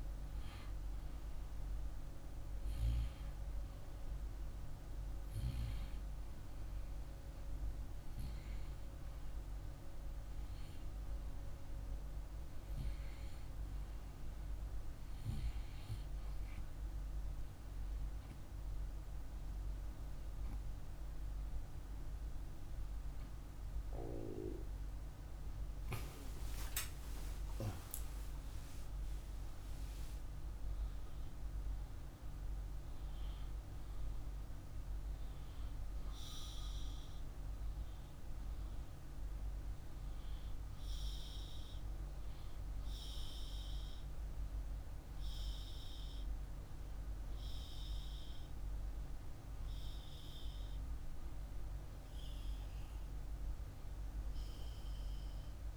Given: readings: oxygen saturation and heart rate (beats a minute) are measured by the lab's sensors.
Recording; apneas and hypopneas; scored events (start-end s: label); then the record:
breathing in sleep by a room microphone; 1
0.00-5.50 s: oxygen desaturation (device-marked, oxygen 88% lowest, heart rate 49 extreme)
3.50-15.00 s: hypopnea (oxygen 97% before, 94% lowest, heart rate 67 before, 49 extreme, up 0 after)
18.00-22.50 s: arousal
25.50-38.50 s: oxygen desaturation (device-marked, oxygen 98% before, 94% lowest, heart rate 50 before, 49 extreme)
From the record:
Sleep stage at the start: N2 (light sleep); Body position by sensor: on the right side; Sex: male